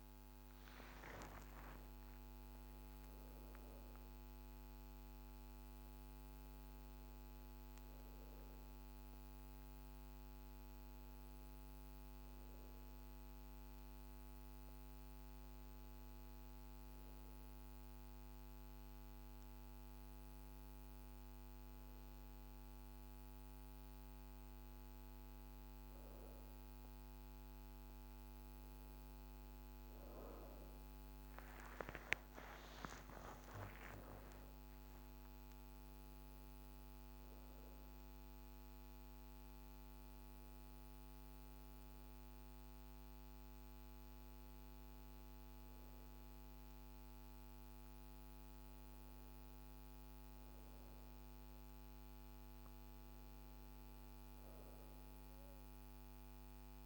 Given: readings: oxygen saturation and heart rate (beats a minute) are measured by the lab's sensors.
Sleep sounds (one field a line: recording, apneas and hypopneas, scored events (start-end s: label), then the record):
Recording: breathing in sleep, hard to hear, by a microphone on the trachea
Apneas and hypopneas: none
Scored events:
none scored
From the record:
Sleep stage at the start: N2 (light sleep)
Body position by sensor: on the right side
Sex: female